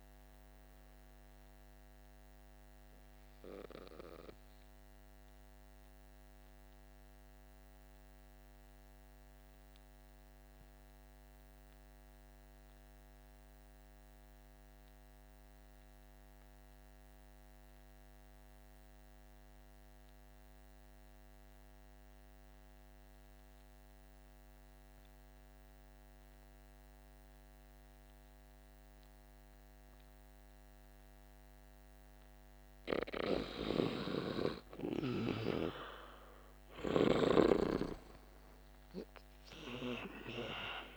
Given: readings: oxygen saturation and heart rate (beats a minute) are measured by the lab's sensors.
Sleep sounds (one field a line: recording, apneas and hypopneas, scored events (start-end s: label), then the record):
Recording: breathing in sleep by a microphone on the trachea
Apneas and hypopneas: 1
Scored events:
0.00-10.00 s: oxygen desaturation (device-marked, oxygen 79% lowest, heart rate 47 extreme)
3.00-31.00 s: obstructive apnea (oxygen 91% before, 77% lowest, heart rate 55 before, 47 extreme, up 11 after)
26.00-40.97 s: oxygen desaturation (device-marked, oxygen 98% before, 77% lowest, heart rate 48 before, 47 extreme)
32.50-37.00 s: arousal
33.50-37.00 s: snoring (device-marked)
From the record:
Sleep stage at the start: N2 (light sleep)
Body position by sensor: on the back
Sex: male